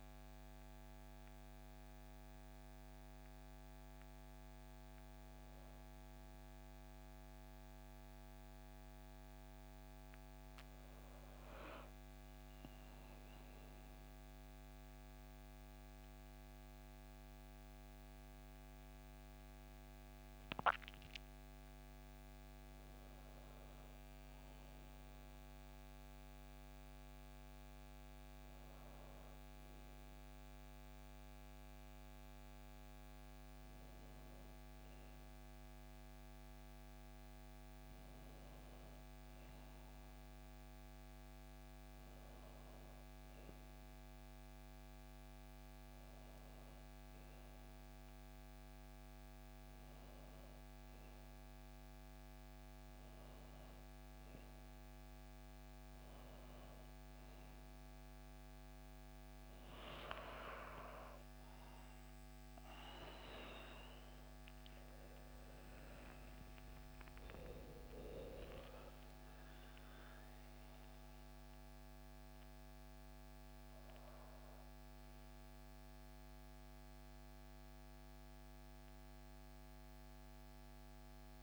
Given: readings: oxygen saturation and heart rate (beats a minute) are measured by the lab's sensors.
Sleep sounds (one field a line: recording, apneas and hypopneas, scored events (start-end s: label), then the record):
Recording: a person awake in a sleep study, hard to hear, by a microphone on the trachea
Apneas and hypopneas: none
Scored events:
none scored
From the record:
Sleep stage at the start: awake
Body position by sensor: on the back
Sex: female